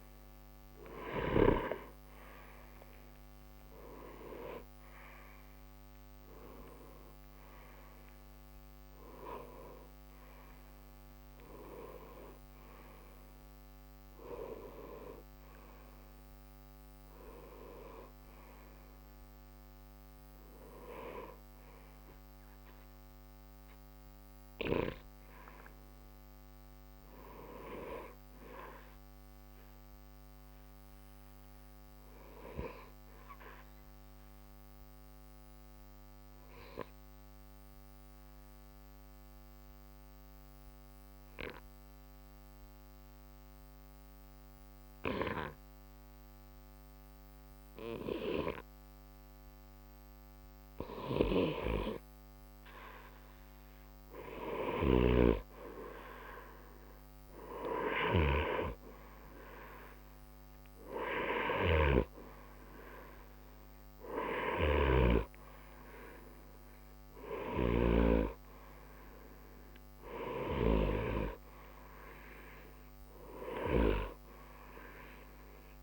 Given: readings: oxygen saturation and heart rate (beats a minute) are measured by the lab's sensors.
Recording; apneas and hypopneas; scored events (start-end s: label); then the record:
breathing in sleep by a microphone on the trachea; 1
4.00-9.00 s: arousal
29.50-50.00 s: obstructive apnea (oxygen 92% before, 90% lowest, heart rate 79 before, 61 extreme, up 0 after)
54.00-58.50 s: arousal
58.50-75.83 s: oxygen desaturation (device-marked, oxygen 96% before, 90% lowest, heart rate 61 before, 61 extreme)
From the record:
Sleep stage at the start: N2 (light sleep); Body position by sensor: on the right side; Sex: male